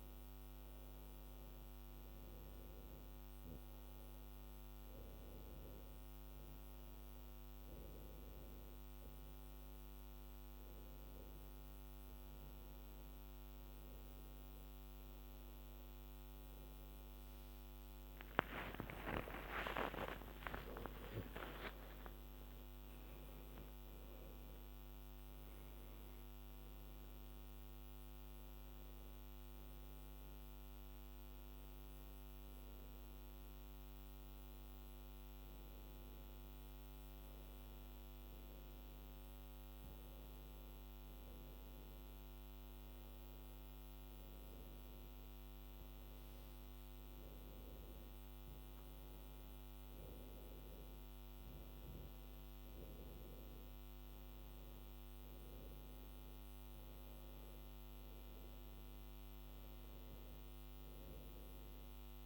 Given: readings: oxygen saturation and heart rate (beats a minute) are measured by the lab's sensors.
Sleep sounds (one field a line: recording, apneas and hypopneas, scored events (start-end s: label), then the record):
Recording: breathing in sleep by a microphone on the trachea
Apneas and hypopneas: none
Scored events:
19.00-21.00 s: long interval between heartbeats (device-marked, heart rate 88 before, 99 extreme)
19.00-23.50 s: arousal
From the record:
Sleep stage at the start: N2 (light sleep)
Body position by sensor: on the back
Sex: female